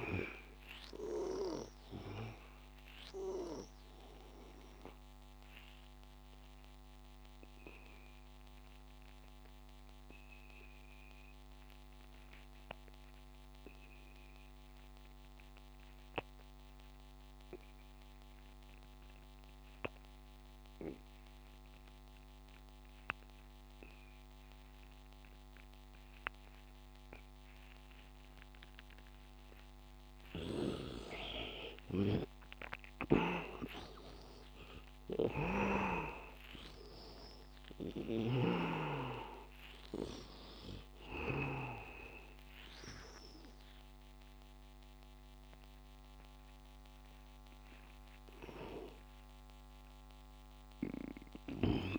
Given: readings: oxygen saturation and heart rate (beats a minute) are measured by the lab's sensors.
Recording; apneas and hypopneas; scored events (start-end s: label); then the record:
breathing in sleep by a microphone on the trachea; 1
0.00-13.50 s: oxygen desaturation (device-marked, oxygen 78% lowest, heart rate 77 extreme)
6.00-30.00 s: obstructive apnea (oxygen 100% before, 78% lowest, heart rate 89 before, 77 extreme, up 11 after)
24.50-51.99 s: oxygen desaturation (device-marked, oxygen 100% before, 79% lowest, heart rate 87 before, 88 extreme)
32.50-35.50 s: arousal
From the record:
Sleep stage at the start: N2 (light sleep); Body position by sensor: on the back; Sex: male